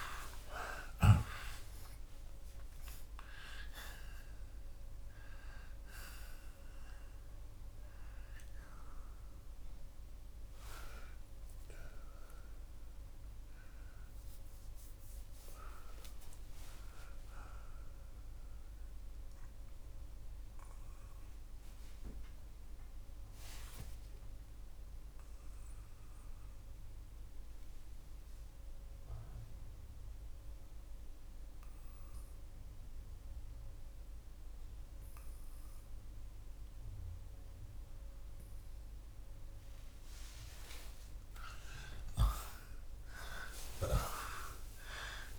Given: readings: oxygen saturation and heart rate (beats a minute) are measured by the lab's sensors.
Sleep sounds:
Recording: breathing in sleep by a room microphone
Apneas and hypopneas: 1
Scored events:
17.50-39.00 s: obstructive apnea (oxygen 91% before, 81% lowest)
23.00-44.00 s: oxygen desaturation (device-marked, oxygen 91% before, 81% lowest)
42.00-45.39 s: arousal
From the record:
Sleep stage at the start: N2 (light sleep)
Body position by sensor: on the left side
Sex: male

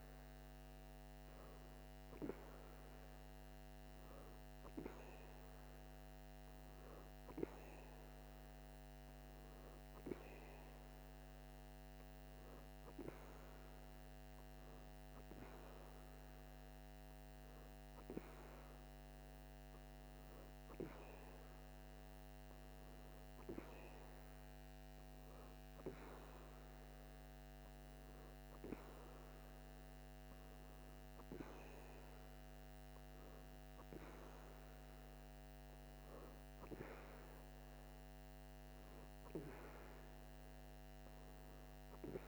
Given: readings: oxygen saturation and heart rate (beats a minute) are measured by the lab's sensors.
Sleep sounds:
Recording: breathing in sleep by a microphone on the trachea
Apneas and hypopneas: none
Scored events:
none scored
From the record:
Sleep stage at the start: N2 (light sleep)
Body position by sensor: on the right side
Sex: female

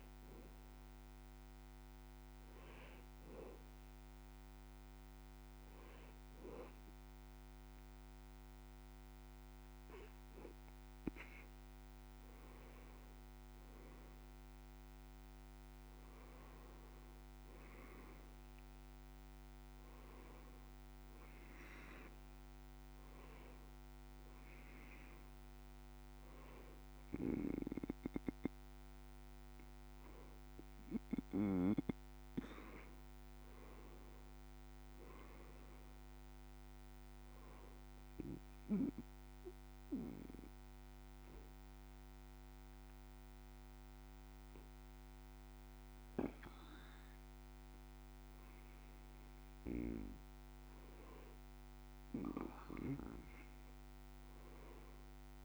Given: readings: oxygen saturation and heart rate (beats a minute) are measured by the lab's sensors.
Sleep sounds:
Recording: breathing in sleep by a microphone on the trachea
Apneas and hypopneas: 2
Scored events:
1.50-12.00 s: hypopnea (oxygen 99% before, 96% lowest)
15.00-19.50 s: arousal
31.00-34.50 s: arousal
38.00-48.00 s: obstructive apnea (oxygen 97% before, 95% lowest)
50.00-53.00 s: arousal
From the record:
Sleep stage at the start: N2 (light sleep)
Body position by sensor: on the back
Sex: male

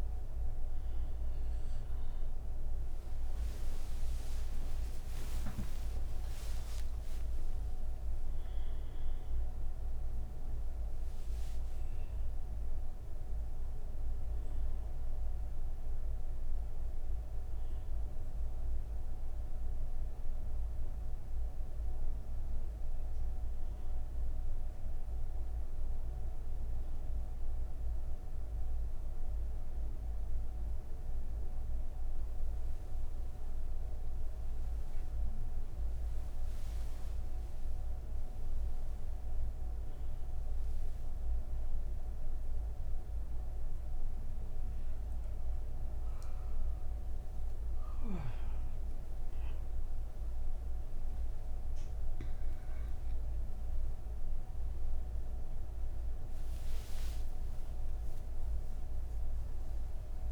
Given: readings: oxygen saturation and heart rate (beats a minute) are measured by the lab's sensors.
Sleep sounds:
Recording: breathing in sleep, hard to hear, by a room microphone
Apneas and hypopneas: none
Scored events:
none scored
From the record:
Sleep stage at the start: N1 (lightest sleep)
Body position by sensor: on the back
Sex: female

